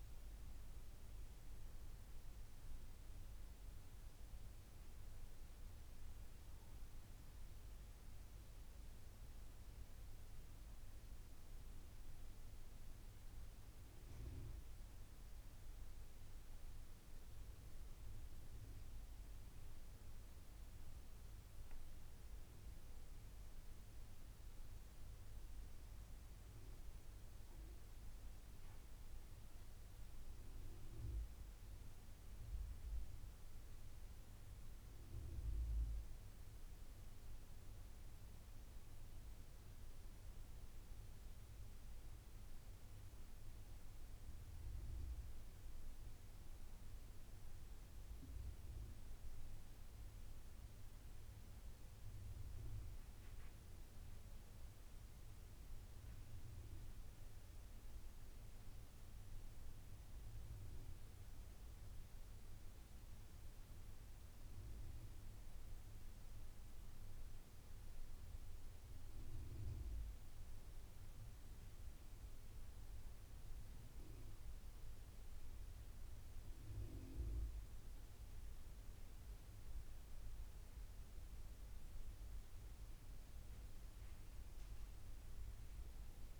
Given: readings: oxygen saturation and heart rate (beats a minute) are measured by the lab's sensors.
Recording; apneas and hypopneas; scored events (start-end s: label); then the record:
breathing in sleep, hard to hear, by a room microphone; none
0.00-21.50 s: oxygen desaturation (device-marked, oxygen 93% lowest, heart rate 82 extreme)
From the record:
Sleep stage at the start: N1 (lightest sleep); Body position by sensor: on the back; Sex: male